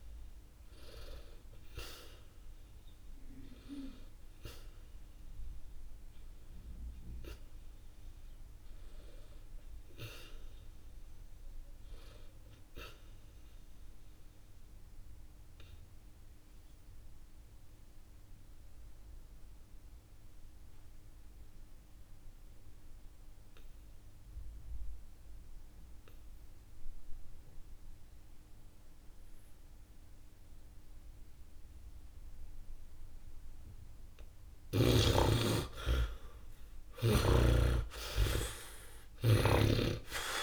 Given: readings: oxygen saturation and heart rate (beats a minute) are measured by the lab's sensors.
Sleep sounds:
breathing in sleep by a room microphone; 1
0.00-22.00 s: oxygen desaturation (device-marked, oxygen 74% lowest, heart rate 57 extreme)
14.00-34.50 s: obstructive apnea (oxygen 100% before, 74% lowest, heart rate 66 before, 57 extreme, up 1 after)
32.00-40.43 s: oxygen desaturation (device-marked, oxygen 100% before, 75% lowest, heart rate 68 before, 46 extreme)
36.00-40.43 s: arousal
From the record:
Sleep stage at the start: N2 (light sleep); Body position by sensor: on the back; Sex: male

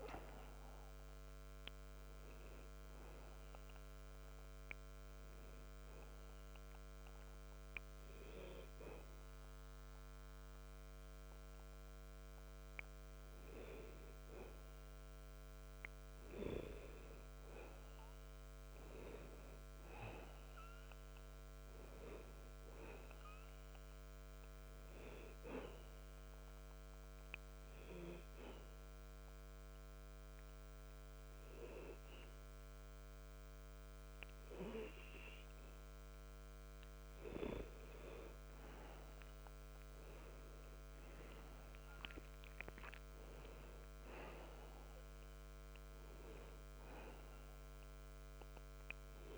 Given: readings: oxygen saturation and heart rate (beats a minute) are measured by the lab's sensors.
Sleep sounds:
breathing in sleep by a microphone on the trachea; 2
0.00-25.50 s: oxygen desaturation (device-marked, oxygen 91% lowest, heart rate 83 extreme)
4.00-16.50 s: hypopnea (oxygen 98% before, 90% lowest, heart rate 88 before, 83 extreme, up 8 after)
18.00-22.00 s: arousal
26.50-37.50 s: obstructive apnea (oxygen 94% before, 90% lowest, heart rate 88 before, 82 extreme, up 13 after)
35.50-44.50 s: oxygen desaturation (device-marked, oxygen 94% before, 91% lowest, heart rate 88 before, 74 extreme)
39.50-43.50 s: arousal
From the record:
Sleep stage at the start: N2 (light sleep); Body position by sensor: on the back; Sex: male

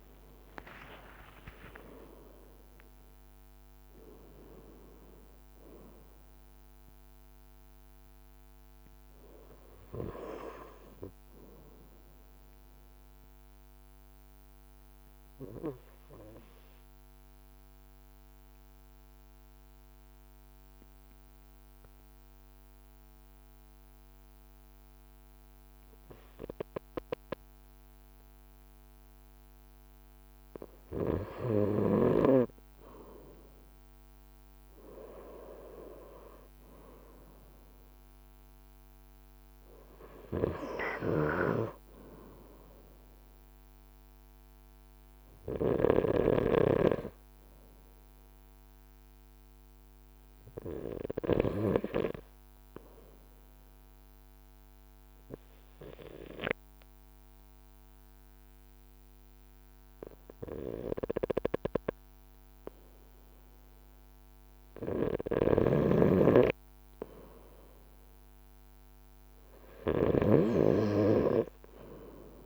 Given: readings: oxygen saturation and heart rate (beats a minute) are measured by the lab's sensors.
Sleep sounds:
breathing in sleep by a microphone on the trachea; 2
0.00-6.00 s: leg movement (device-marked)
12.50-29.50 s: obstructive apnea (oxygen 98% before, 95% lowest, heart rate 60 before, 54 extreme, up 0 after)
31.00-33.50 s: arousal
33.00-35.50 s: leg movement (device-marked)
40.00-51.00 s: snoring (device-marked)
50.50-64.00 s: obstructive apnea (oxygen 98% before, 93% lowest, heart rate 55 before, 54 extreme, up 0 after)
64.50-72.46 s: snoring (device-marked)
65.00-68.00 s: arousal
From the record:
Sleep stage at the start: N2 (light sleep); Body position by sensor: on the front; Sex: male

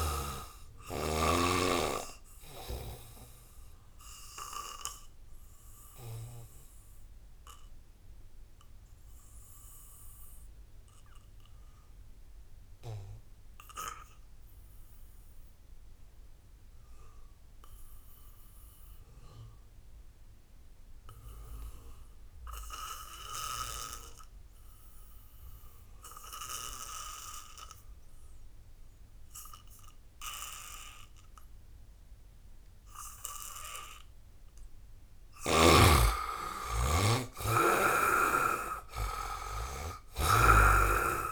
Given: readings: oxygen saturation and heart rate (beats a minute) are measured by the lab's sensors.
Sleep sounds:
breathing in sleep by a room microphone; 1
0.00-13.00 s: oxygen desaturation (device-marked, oxygen 81% lowest, heart rate 58 extreme)
2.50-34.00 s: obstructive apnea (oxygen 98% before, 72% lowest, heart rate 72 before, 58 extreme, up 12 after)
25.00-41.32 s: oxygen desaturation (device-marked, oxygen 98% before, 72% lowest, heart rate 79 before, 57 extreme)
35.00-39.00 s: snoring (device-marked)
35.50-39.50 s: arousal
From the record:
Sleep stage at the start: N2 (light sleep); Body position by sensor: on the back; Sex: male

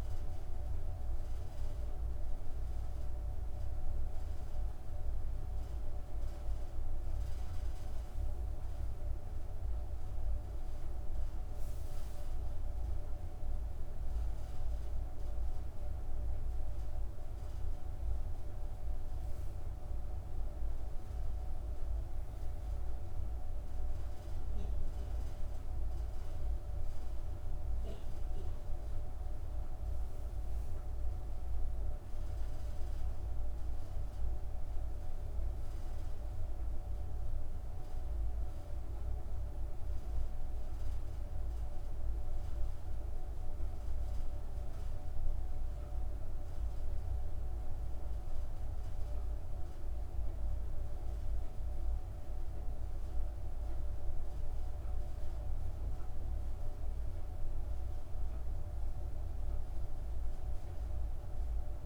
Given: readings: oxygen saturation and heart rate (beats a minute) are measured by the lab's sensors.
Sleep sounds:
breathing in sleep, hard to hear, by a room microphone; 1
30.50-35.00 s: arousal
39.00-57.00 s: central apnea (oxygen 98% before, 95% lowest, heart rate 61 before, 49 extreme, up 24 after)
59.50-61.86 s: arousal
From the record:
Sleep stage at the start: N2 (light sleep); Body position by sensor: on the back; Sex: female

